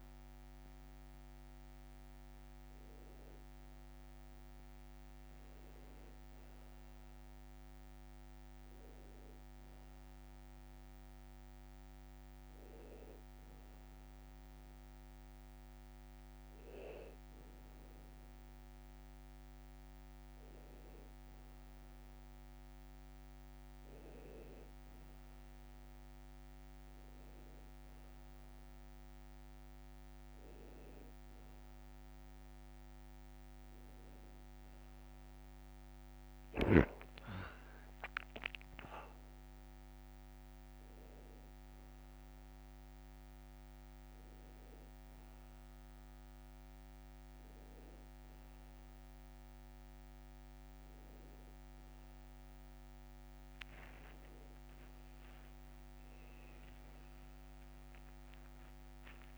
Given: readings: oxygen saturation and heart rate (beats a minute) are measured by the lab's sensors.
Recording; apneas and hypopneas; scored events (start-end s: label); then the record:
breathing in sleep, hard to hear, by a microphone on the trachea; none
0.50-2.50 s: long interval between heartbeats (device-marked, heart rate 65 before, 73 extreme)
57.00-59.38 s: arousal
From the record:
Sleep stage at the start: N1 (lightest sleep); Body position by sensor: on the back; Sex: male